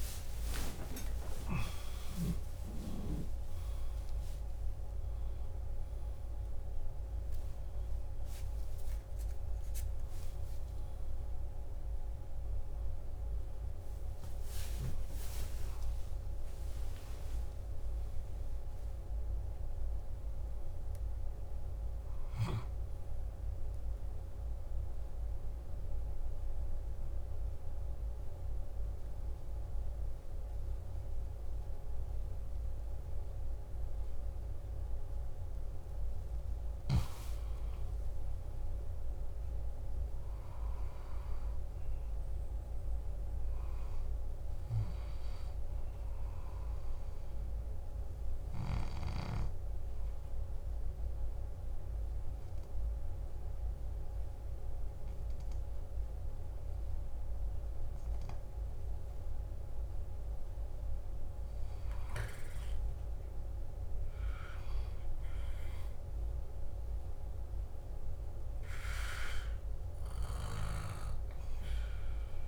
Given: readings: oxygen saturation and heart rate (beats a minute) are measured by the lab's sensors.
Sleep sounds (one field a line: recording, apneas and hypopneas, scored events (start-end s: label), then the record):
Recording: breathing in sleep by a room microphone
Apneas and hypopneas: 1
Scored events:
0.00-4.00 s: oxygen desaturation (device-marked, oxygen 90% lowest, heart rate 56 extreme)
2.00-4.00 s: long interval between heartbeats (device-marked, heart rate 62 before, 81 extreme)
7.00-37.00 s: new sleep stage, N1 (lightest sleep)
8.50-10.50 s: long interval between heartbeats (device-marked, heart rate 72 before, 92 extreme)
11.00-22.00 s: oxygen desaturation (device-marked, oxygen 94% before, 88% lowest, heart rate 77 before, 60 extreme)
15.00-17.00 s: long interval between heartbeats (device-marked, heart rate 82 before, 80 extreme)
25.50-36.50 s: hypopnea (oxygen 99% before, 94% lowest, heart rate 82 before, 58 extreme, up 3 after)
37.00-41.50 s: arousal
37.00-72.48 s: new sleep stage, N2 (light sleep)
46.00-57.00 s: oxygen desaturation (device-marked, oxygen 98% before, 94% lowest, heart rate 62 before, 55 extreme)
61.50-66.00 s: arousal
From the record:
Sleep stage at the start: N2 (light sleep)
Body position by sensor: on the back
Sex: male